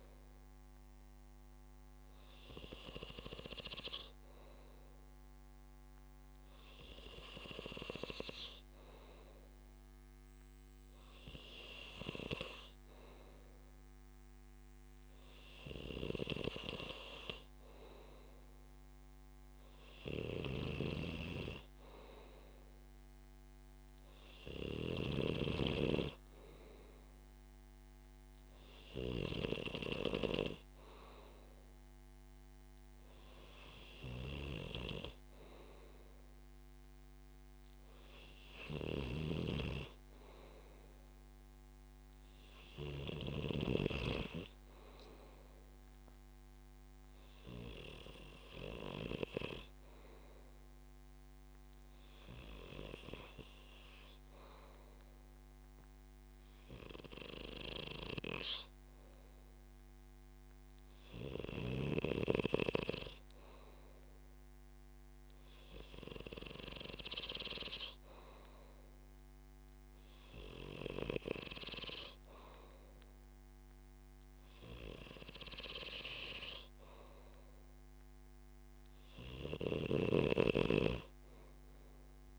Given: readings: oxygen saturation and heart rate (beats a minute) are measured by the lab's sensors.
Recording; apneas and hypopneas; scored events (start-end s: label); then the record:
breathing in sleep by a microphone on the trachea; none
20.50-25.50 s: snoring (device-marked)
39.00-44.00 s: snoring (device-marked)
From the record:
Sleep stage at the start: N2 (light sleep); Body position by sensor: on the back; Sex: male